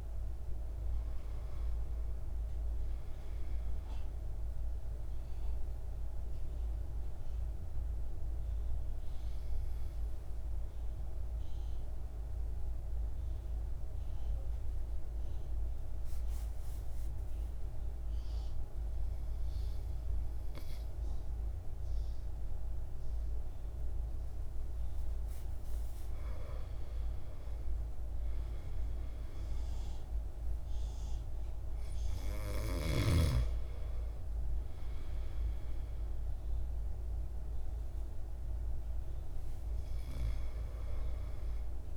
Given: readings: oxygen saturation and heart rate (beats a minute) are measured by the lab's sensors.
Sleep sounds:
breathing in sleep, hard to hear, by a room microphone; 1
0.00-15.50 s: oxygen desaturation (device-marked, oxygen 92% lowest, heart rate 53 extreme)
4.00-24.50 s: obstructive apnea (oxygen 98% before, 92% lowest, heart rate 58 before, 53 extreme, up 5 after)
26.00-30.50 s: arousal
30.50-41.97 s: oxygen desaturation (device-marked, oxygen 98% before, 93% lowest, heart rate 57 before, 54 extreme)
From the record:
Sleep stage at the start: N2 (light sleep); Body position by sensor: on the back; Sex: male

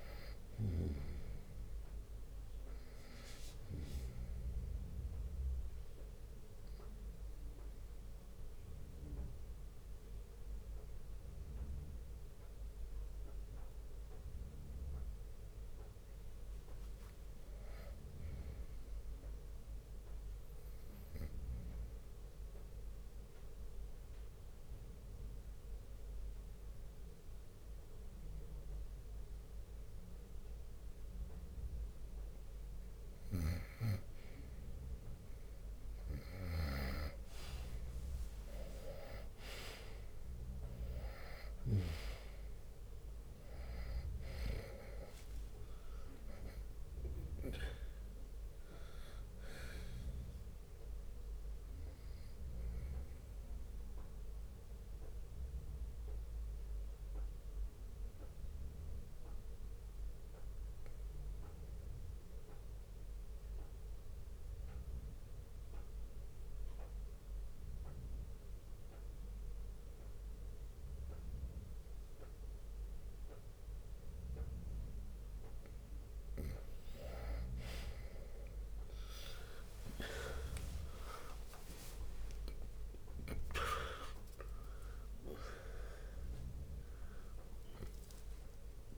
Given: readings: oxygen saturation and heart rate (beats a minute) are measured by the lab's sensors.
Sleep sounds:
breathing in sleep by a room microphone; 3
0.00-5.00 s: drop in pulse transit time (device-marked, heart rate 66 extreme)
0.00-19.00 s: oxygen desaturation (device-marked, oxygen 90% lowest, heart rate 59 extreme)
5.50-15.50 s: obstructive apnea (oxygen 97% before, 90% lowest, heart rate 67 before, 59 extreme, up 3 after)
10.00-14.00 s: bradycardia (device-marked, heart rate 70 before, 59 extreme)
16.00-20.00 s: arousal
22.50-33.50 s: obstructive apnea (oxygen 98% before, 90% lowest, heart rate 63 before, 61 extreme, up 7 after)
30.00-67.00 s: oxygen desaturation (device-marked, oxygen 98% before, 90% lowest, heart rate 61 before, 59 extreme)
38.00-43.50 s: arousal
39.00-52.00 s: drop in pulse transit time (device-marked, heart rate 62 before, 67 extreme)
52.00-75.00 s: obstructive apnea (oxygen 98% before, 90% lowest, heart rate 67 before, 59 extreme, up 19 after)
76.00-88.98 s: oxygen desaturation (device-marked, oxygen 98% before, 91% lowest, heart rate 60 before, 59 extreme)
78.50-84.00 s: arousal
80.50-82.50 s: long interval between heartbeats (device-marked, heart rate 60 before, 76 extreme)
81.00-88.98 s: drop in pulse transit time (device-marked, heart rate 61 before, 71 extreme)
From the record:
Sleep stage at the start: N2 (light sleep); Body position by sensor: on the right side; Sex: male

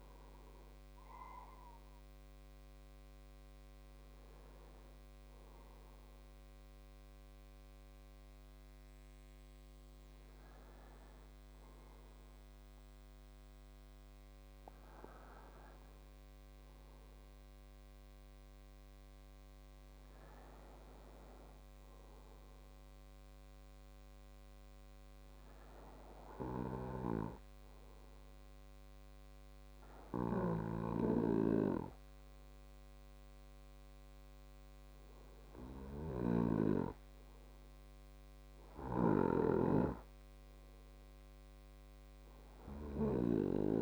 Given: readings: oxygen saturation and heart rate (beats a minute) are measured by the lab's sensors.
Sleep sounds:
breathing in sleep by a microphone on the trachea; none
none scored
From the record:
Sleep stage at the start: N2 (light sleep); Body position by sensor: on the right side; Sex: male

